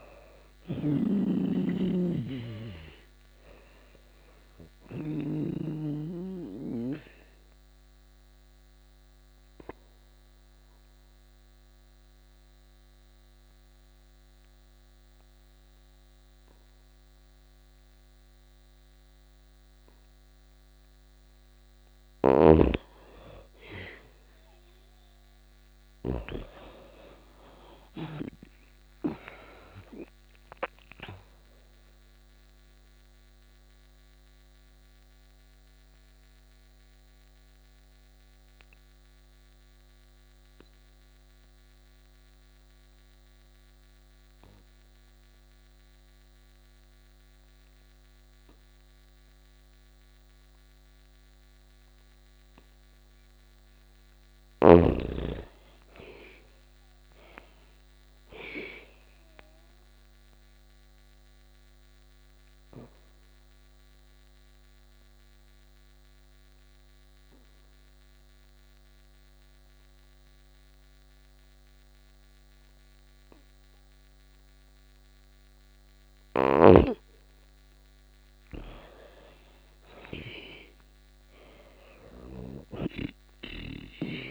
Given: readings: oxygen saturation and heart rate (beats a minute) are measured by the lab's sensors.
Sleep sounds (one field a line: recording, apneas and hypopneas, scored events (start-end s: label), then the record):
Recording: breathing in sleep by a microphone on the trachea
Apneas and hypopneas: 3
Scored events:
0.00-4.50 s: snoring (device-marked)
0.00-15.50 s: oxygen desaturation (device-marked, oxygen 89% lowest, heart rate 87 extreme)
4.00-21.50 s: obstructive apnea (oxygen 99% before, 85% lowest, heart rate 87 before, 85 extreme, up 4 after)
21.50-25.50 s: snoring (device-marked)
23.50-27.50 s: arousal
28.50-45.50 s: oxygen desaturation (device-marked, oxygen 98% before, 88% lowest, heart rate 88 before, 84 extreme)
30.50-53.00 s: mixed apnea (oxygen 98% before, 85% lowest, heart rate 88 before, 84 extreme, up 5 after)
54.50-57.00 s: arousal
54.50-74.50 s: oxygen desaturation (device-marked, oxygen 99% before, 85% lowest, heart rate 86 before, 84 extreme)
58.50-76.00 s: obstructive apnea (oxygen 99% before, 85% lowest, heart rate 85 before, 84 extreme, up 6 after)
75.50-84.31 s: snoring (device-marked)
77.50-81.50 s: arousal
From the record:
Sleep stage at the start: N2 (light sleep)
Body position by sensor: on the back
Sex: female